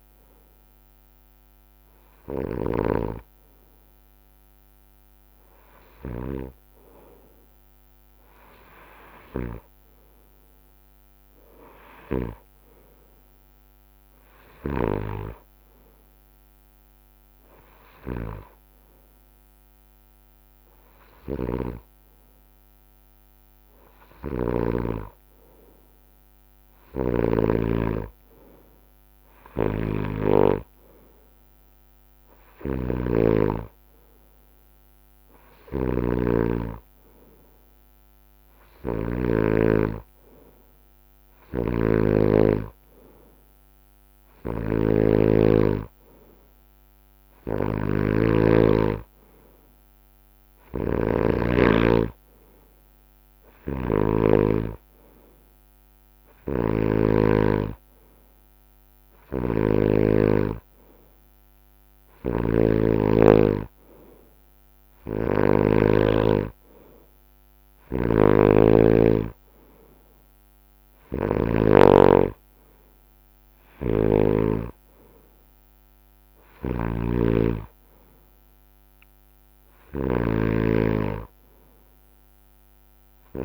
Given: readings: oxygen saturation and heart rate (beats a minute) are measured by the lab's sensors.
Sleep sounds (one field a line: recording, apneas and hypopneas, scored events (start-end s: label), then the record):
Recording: breathing in sleep by a microphone on the trachea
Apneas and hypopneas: none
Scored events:
0.00-4.00 s: drop in pulse transit time (device-marked, heart rate 66 extreme)
35.50-39.50 s: snoring (device-marked)
41.50-71.50 s: snoring (device-marked)
73.50-80.50 s: snoring (device-marked)
From the record:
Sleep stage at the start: N2 (light sleep)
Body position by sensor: on the right side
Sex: male